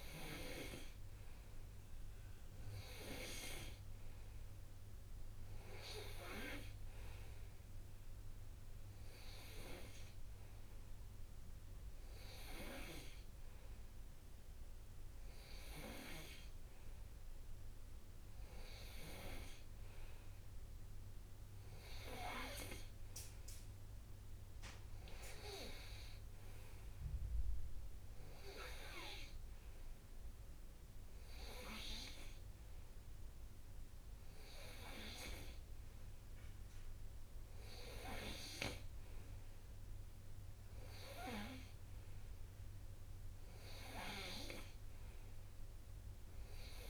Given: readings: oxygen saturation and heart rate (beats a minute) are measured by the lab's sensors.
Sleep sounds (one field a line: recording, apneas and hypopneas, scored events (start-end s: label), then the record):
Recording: breathing in sleep by a room microphone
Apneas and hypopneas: none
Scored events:
25.50-27.50 s: long interval between heartbeats (device-marked, heart rate 66 before, 77 extreme)
From the record:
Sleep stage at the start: N2 (light sleep)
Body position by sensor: on the right side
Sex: male